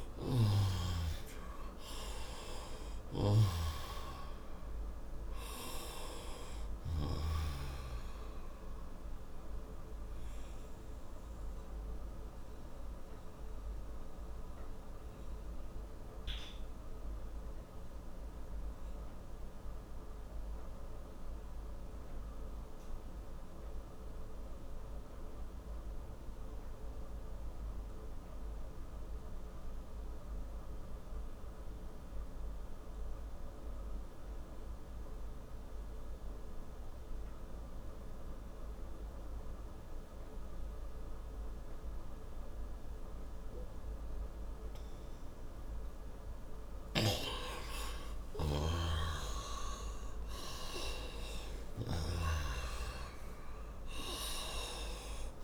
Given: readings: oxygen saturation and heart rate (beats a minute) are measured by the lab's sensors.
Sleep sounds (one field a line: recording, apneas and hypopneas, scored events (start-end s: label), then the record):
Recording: breathing in sleep by a room microphone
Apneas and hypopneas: 1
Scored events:
0.00-26.00 s: oxygen desaturation (device-marked, oxygen 85% lowest, heart rate 58 extreme)
11.00-45.00 s: central apnea (oxygen 98% before, 85% lowest, heart rate 80 before, 58 extreme, up 27 after)
46.00-55.44 s: snoring (device-marked)
47.50-52.50 s: arousal
From the record:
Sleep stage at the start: N2 (light sleep)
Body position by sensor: on the right side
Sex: male